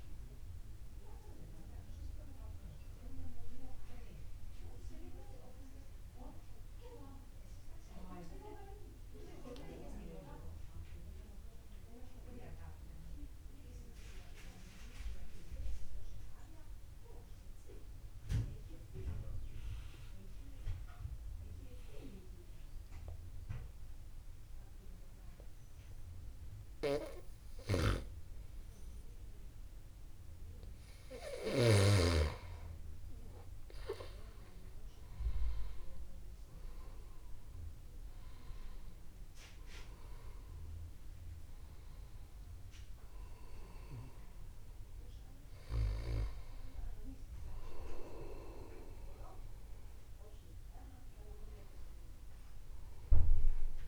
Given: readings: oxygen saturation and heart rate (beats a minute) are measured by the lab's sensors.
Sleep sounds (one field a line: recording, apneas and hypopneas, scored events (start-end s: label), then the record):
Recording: breathing in sleep by a room microphone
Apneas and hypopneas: 1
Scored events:
1.00-21.00 s: oxygen desaturation (device-marked, oxygen 96% before, 93% lowest, heart rate 52 before, 50 extreme)
4.50-28.50 s: mixed apnea (oxygen 97% before, 93% lowest, heart rate 51 before, 50 extreme, up 9 after)
28.00-32.50 s: snoring (device-marked)
31.50-35.00 s: arousal
32.00-34.00 s: long interval between heartbeats (device-marked, heart rate 51 before, 59 extreme)
From the record:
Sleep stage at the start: N2 (light sleep)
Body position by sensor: upright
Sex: male